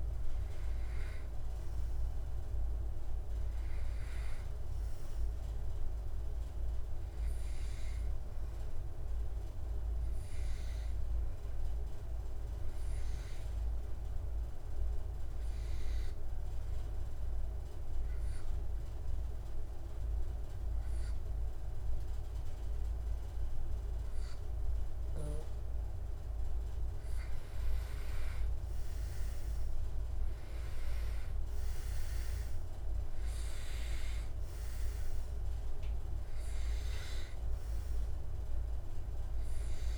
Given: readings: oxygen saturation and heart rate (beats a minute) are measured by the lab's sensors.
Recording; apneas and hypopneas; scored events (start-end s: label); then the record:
breathing in sleep, hard to hear, by a room microphone; 1
10.00-26.50 s: hypopnea (oxygen 97% before, 91% lowest, heart rate 74 before, 70 extreme, up 3 after)
26.50-39.98 s: oxygen desaturation (device-marked, oxygen 96% before, 91% lowest, heart rate 74 before, 70 extreme)
28.00-32.00 s: arousal
From the record:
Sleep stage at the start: N2 (light sleep); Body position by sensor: on the back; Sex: male